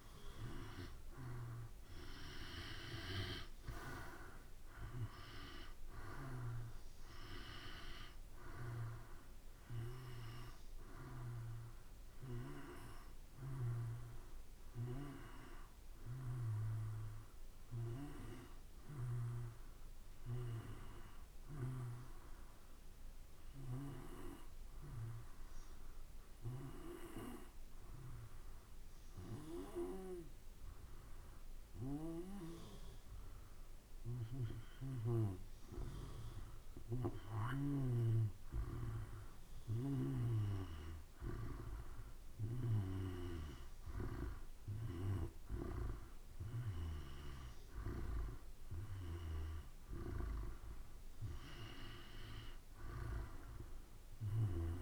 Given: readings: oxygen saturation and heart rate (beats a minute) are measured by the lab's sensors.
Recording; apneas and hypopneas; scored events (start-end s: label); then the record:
breathing in sleep by a room microphone; 1
0.00-1.00 s: arousal
0.00-12.50 s: oxygen desaturation (device-marked, oxygen 90% lowest, heart rate 54 extreme)
16.00-19.50 s: arousal
21.50-34.50 s: hypopnea (oxygen 94% before, 91% lowest, heart rate 57 before, 55 extreme, up 1 after)
36.00-40.50 s: arousal
39.50-54.82 s: oxygen desaturation (device-marked, oxygen 95% before, 91% lowest, heart rate 55 before, 54 extreme)
From the record:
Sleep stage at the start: N2 (light sleep); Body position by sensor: on the back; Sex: male